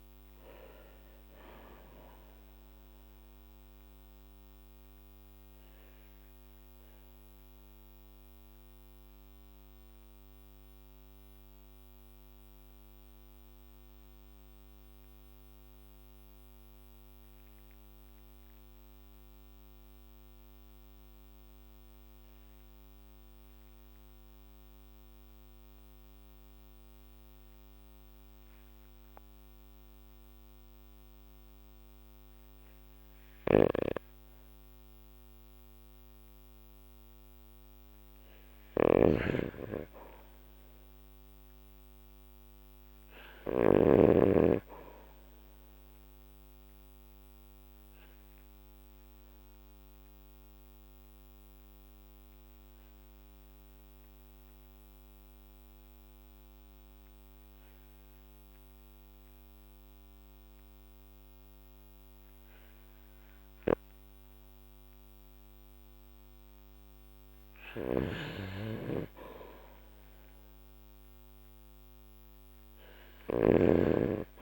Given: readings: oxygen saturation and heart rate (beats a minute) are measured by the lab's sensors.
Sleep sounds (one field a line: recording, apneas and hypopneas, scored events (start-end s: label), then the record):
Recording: breathing in sleep by a microphone on the trachea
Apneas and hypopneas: 2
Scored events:
3.00-36.50 s: obstructive apnea (oxygen 97% before, 90% lowest, heart rate 54 before, 45 extreme, up 8 after)
25.50-39.50 s: oxygen desaturation (device-marked, oxygen 95% before, 90% lowest, heart rate 48 before, 49 extreme)
33.00-43.50 s: snoring (device-marked)
39.50-44.00 s: arousal
47.00-65.50 s: obstructive apnea (oxygen 99% before, 94% lowest, heart rate 52 before, 50 extreme, up 2 after)
67.50-73.50 s: snoring (device-marked)
69.00-72.50 s: arousal
70.50-74.42 s: oxygen desaturation (device-marked, oxygen 99% before, 94% lowest, heart rate 52 before, 49 extreme)
From the record:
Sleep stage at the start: N2 (light sleep)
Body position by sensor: on the back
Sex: male